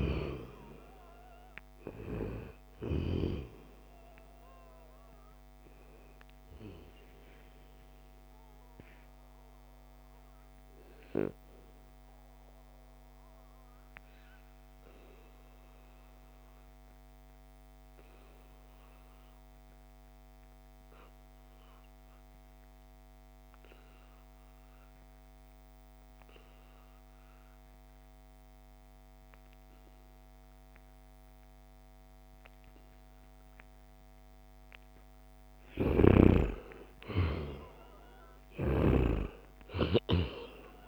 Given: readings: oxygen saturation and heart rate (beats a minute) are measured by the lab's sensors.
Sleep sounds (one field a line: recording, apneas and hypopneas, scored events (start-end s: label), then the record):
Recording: breathing in sleep by a microphone on the trachea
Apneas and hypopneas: 1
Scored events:
0.00-22.00 s: oxygen desaturation (device-marked, oxygen 87% lowest, heart rate 71 extreme)
8.00-35.00 s: obstructive apnea (oxygen 97% before, 87% lowest, heart rate 76 before, 71 extreme, up 5 after)
35.00-40.88 s: oxygen desaturation (device-marked, oxygen 97% before, 89% lowest, heart rate 73 before, 73 extreme)
35.50-39.00 s: snoring (device-marked)
36.50-40.88 s: arousal
From the record:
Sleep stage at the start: N2 (light sleep)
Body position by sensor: on the back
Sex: male